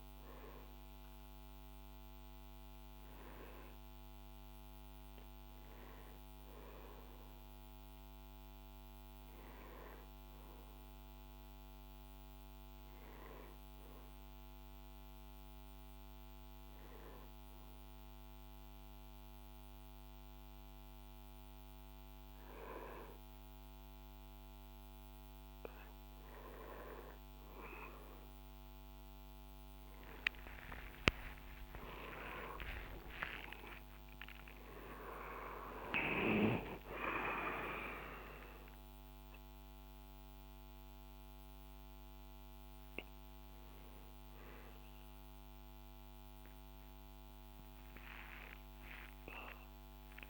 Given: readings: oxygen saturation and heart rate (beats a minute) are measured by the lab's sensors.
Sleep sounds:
a person awake in a sleep study, by a microphone on the trachea; none
none scored
From the record:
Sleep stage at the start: awake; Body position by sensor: on the back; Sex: male

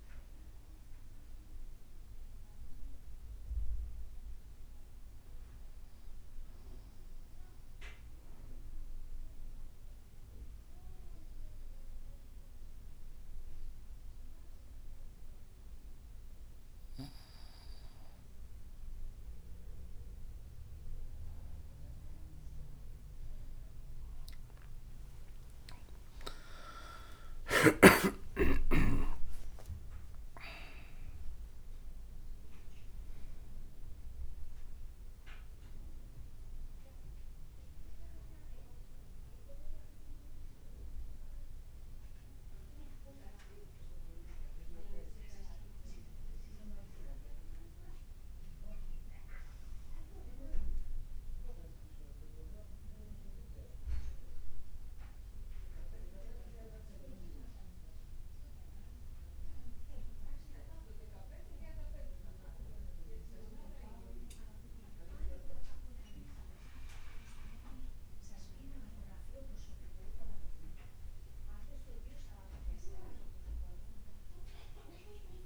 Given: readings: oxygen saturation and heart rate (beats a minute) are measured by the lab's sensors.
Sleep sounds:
breathing in sleep by a room microphone; 1
5.50-17.00 s: obstructive apnea (oxygen 96% before, 92% lowest, heart rate 56 before, 53 extreme, up 1 after)
20.00-40.00 s: oxygen desaturation (device-marked, oxygen 95% before, 92% lowest, heart rate 54 before, 53 extreme)
23.50-27.50 s: arousal
24.00-31.50 s: leg movement (device-marked)
69.00-75.46 s: arousal
From the record:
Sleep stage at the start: N2 (light sleep); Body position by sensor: on the back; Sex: male

